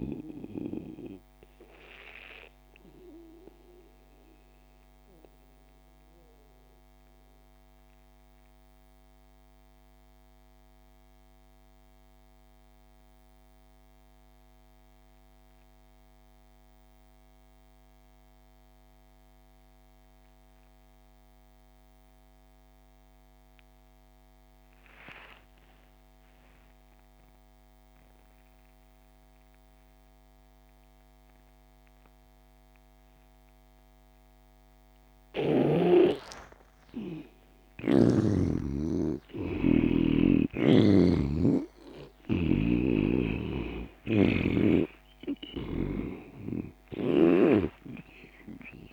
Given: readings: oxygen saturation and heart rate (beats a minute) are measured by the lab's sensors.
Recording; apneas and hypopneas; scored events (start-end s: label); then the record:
breathing in sleep by a microphone on the trachea; 1
0.00-10.00 s: oxygen desaturation (device-marked, oxygen 83% lowest)
1.00-36.00 s: obstructive apnea (oxygen 99% before, 81% lowest)
27.00-48.93 s: oxygen desaturation (device-marked, oxygen 98% before, 81% lowest)
36.50-40.50 s: arousal
From the record:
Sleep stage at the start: N2 (light sleep); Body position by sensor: on the back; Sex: male